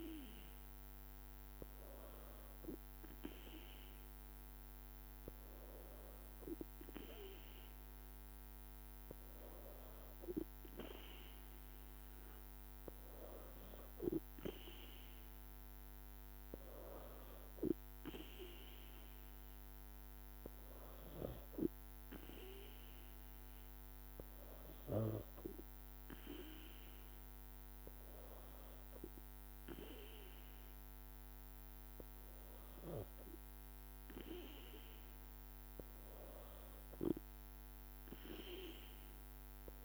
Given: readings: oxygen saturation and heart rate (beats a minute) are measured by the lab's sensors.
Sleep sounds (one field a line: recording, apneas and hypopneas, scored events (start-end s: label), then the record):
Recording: breathing in sleep by a microphone on the trachea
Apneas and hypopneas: none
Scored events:
3.00-17.00 s: drop in pulse transit time (device-marked, heart rate 57 before, 57 extreme)
From the record:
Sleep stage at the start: N2 (light sleep)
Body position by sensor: on the back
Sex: female